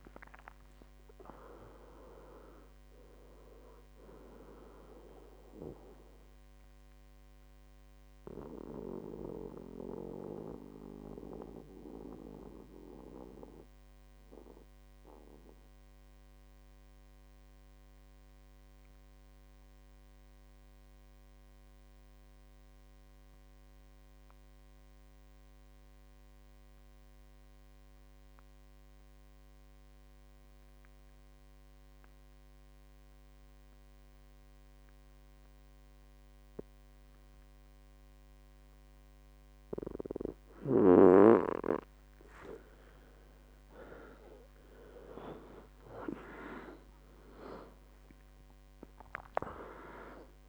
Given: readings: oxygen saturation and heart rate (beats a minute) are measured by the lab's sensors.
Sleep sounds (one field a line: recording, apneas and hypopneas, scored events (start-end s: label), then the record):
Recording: breathing in sleep by a microphone on the trachea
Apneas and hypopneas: 1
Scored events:
0.00-7.00 s: oxygen desaturation (device-marked, oxygen 93% lowest, heart rate 57 extreme)
6.50-41.00 s: mixed apnea (oxygen 98% before, 88% lowest, heart rate 71 before, 56 extreme, up 21 after)
41.00-50.49 s: oxygen desaturation (device-marked, oxygen 98% before, 88% lowest, heart rate 59 before, 55 extreme)
44.50-48.50 s: arousal
From the record:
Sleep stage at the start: N2 (light sleep)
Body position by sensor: on the back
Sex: male